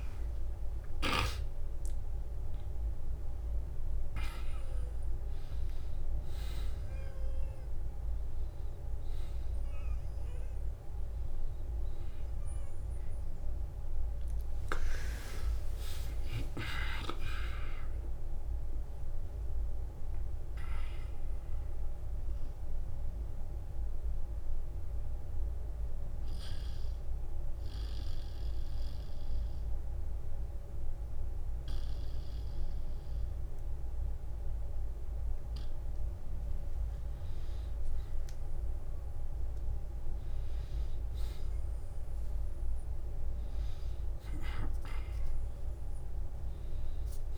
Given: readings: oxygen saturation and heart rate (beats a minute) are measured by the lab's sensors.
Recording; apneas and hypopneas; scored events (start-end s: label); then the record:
breathing in sleep by a room microphone; 1
13.00-15.00 s: long interval between heartbeats (device-marked, heart rate 65 before, 67 extreme)
24.50-36.50 s: obstructive apnea (oxygen 97% before, 86% lowest, heart rate 66 before, 55 extreme, up 14 after)
24.50-47.38 s: new sleep stage, N2 (light sleep)
39.00-43.50 s: arousal
From the record:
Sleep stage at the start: N1 (lightest sleep); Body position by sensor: on the back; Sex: male